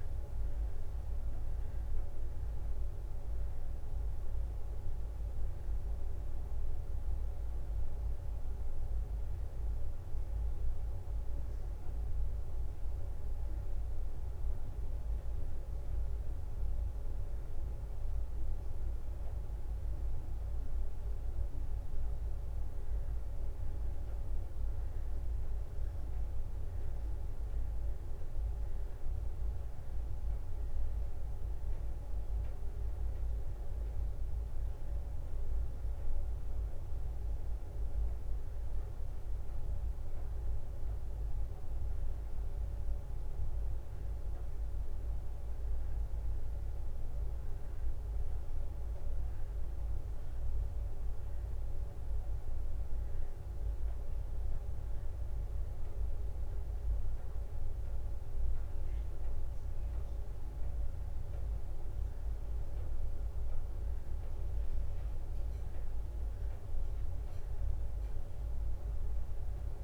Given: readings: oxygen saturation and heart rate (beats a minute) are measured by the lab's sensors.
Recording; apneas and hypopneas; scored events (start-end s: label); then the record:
a person partly awake in a sleep study, hard to hear, by a room microphone; 2
0.00-1.00 s: leg movement (device-marked)
10.00-20.50 s: obstructive apnea (oxygen 93% before, 91% lowest, heart rate 67 before, 63 extreme, up 1 after)
25.00-29.00 s: arousal
35.50-47.00 s: obstructive apnea (oxygen 94% before, 91% lowest, heart rate 64 before, 64 extreme, up 1 after)
49.50-69.84 s: new sleep stage, awake
53.50-59.50 s: leg movement (device-marked)
64.00-69.84 s: leg movement (device-marked)
From the record:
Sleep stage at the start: N1 (lightest sleep); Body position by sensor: on the back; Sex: female